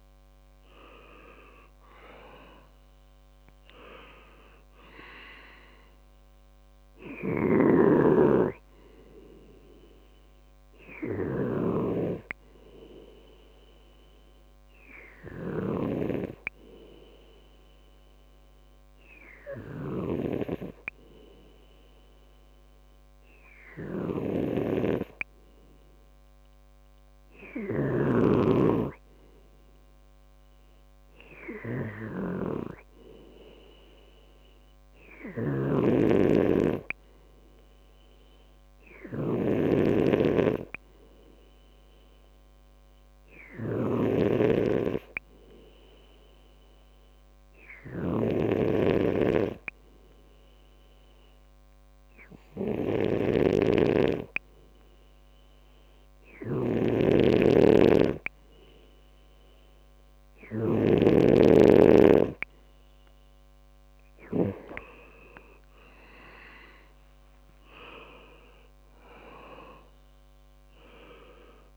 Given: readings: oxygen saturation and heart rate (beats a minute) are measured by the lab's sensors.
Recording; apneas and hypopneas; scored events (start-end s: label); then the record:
breathing in sleep by a microphone on the trachea; 2
0.00-21.00 s: oxygen desaturation (device-marked, oxygen 93% lowest, heart rate 62 extreme)
13.00-25.00 s: hypopnea (oxygen 98% before, 92% lowest, heart rate 68 before, 62 extreme, up 3 after)
31.00-34.50 s: arousal
45.00-46.00 s: oxygen desaturation (device-marked, oxygen 97% before, 95% lowest, heart rate 64 before, 65 extreme)
46.50-60.00 s: hypopnea (oxygen 98% before, 92% lowest, heart rate 64 before, 62 extreme, up 3 after)
53.00-61.00 s: snoring (device-marked)
62.00-66.50 s: arousal
From the record:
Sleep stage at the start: N2 (light sleep); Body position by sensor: on the back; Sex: male